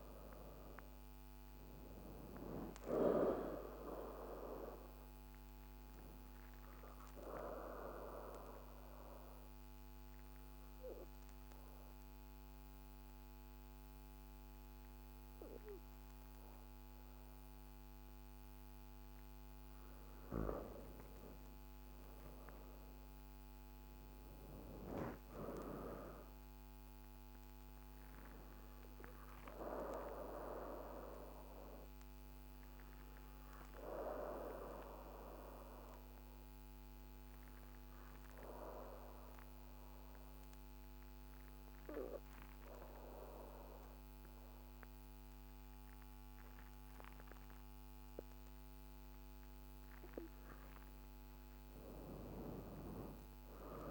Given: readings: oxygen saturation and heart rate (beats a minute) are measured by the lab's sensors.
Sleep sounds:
breathing in sleep by a microphone on the trachea; 2
0.00-8.00 s: oxygen desaturation (device-marked, oxygen 90% lowest, heart rate 51 extreme)
4.50-19.00 s: obstructive apnea (oxygen 98% before, 85% lowest, heart rate 54 before, 51 extreme, up 3 after)
21.50-25.00 s: arousal
24.00-41.00 s: oxygen desaturation (device-marked, oxygen 97% before, 90% lowest, heart rate 53 before, 51 extreme)
29.00-49.00 s: obstructive apnea (oxygen 97% before, 85% lowest, heart rate 53 before, 51 extreme, up 5 after)
50.00-53.91 s: oxygen desaturation (device-marked, oxygen 97% before, 85% lowest, heart rate 52 before, 50 extreme)
52.00-53.91 s: arousal
From the record:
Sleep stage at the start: N2 (light sleep); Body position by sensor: on the back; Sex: female

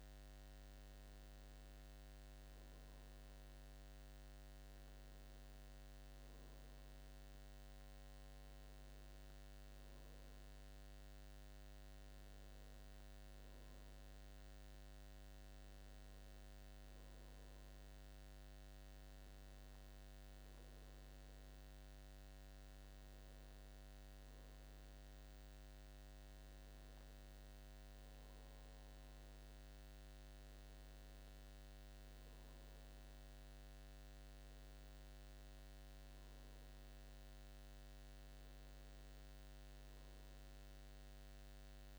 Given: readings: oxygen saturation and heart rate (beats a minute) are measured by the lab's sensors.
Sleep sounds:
breathing in sleep, hard to hear, by a microphone on the trachea; none
0.00-8.50 s: oxygen desaturation (device-marked, oxygen 95% lowest, heart rate 78 extreme)
20.50-41.99 s: new sleep stage, N2 (light sleep)
From the record:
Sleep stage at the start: N1 (lightest sleep); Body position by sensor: on the back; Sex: male

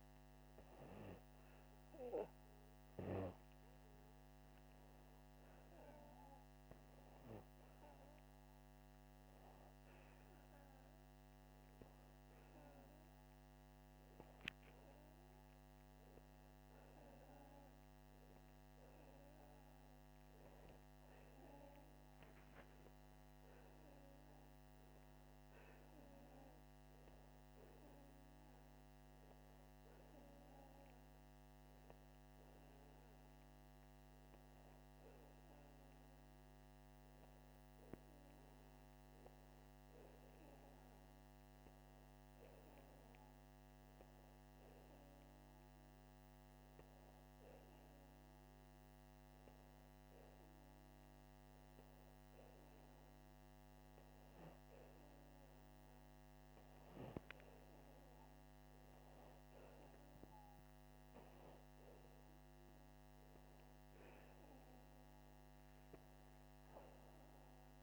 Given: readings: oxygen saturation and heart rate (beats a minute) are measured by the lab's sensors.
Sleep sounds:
breathing in sleep, hard to hear, by a microphone on the trachea; none
none scored
From the record:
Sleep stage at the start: N2 (light sleep); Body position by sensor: upright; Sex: male

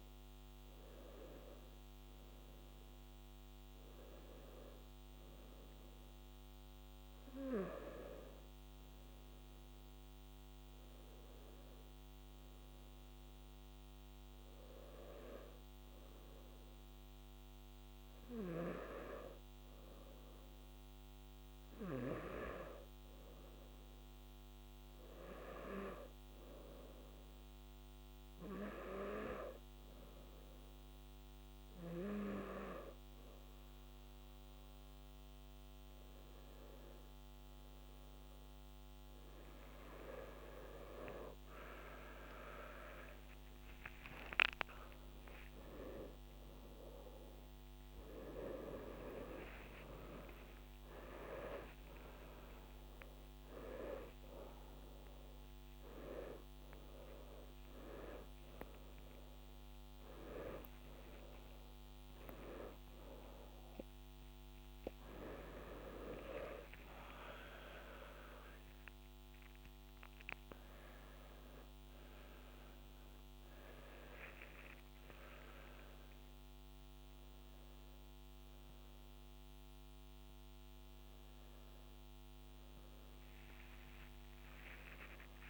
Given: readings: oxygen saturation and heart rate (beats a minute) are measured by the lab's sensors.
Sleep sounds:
a person awake in a sleep study, by a microphone on the trachea; none
27.50-85.50 s: new sleep stage, awake
44.50-56.50 s: oxygen desaturation (device-marked, oxygen 96% before, 93% lowest, heart rate 65 before, 79 extreme)
51.50-53.50 s: long interval between heartbeats (device-marked, heart rate 70 before, 89 extreme)
61.00-63.00 s: long interval between heartbeats (device-marked, heart rate 86 before, 105 extreme)
From the record:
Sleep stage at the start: N2 (light sleep); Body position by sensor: on the back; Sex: male

